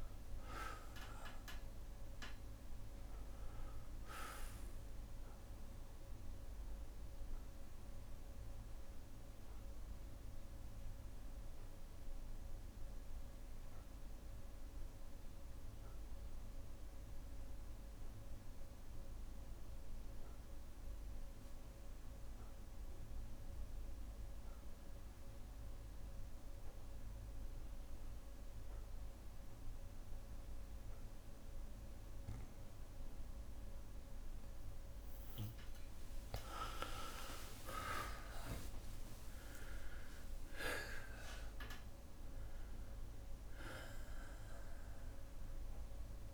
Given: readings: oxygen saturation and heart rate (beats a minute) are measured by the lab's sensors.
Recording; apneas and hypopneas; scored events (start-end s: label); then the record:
breathing in sleep by a room microphone; 1
4.00-6.00 s: long interval between heartbeats (device-marked, heart rate 69 before, 90 extreme)
4.50-9.50 s: tachycardia (device-marked, heart rate 68 before, 114 extreme)
8.50-32.50 s: obstructive apnea (oxygen 98% before, 91% lowest, heart rate 78 before, 59 extreme, up 24 after)
13.50-19.50 s: bradycardia (device-marked, heart rate 69 before, 59 extreme)
31.50-46.33 s: oxygen desaturation (device-marked, oxygen 99% before, 91% lowest, heart rate 67 before, 59 extreme)
37.50-43.00 s: arousal
38.00-40.00 s: long interval between heartbeats (device-marked, heart rate 60 before, 78 extreme)
From the record:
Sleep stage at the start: N2 (light sleep); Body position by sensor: on the back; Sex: male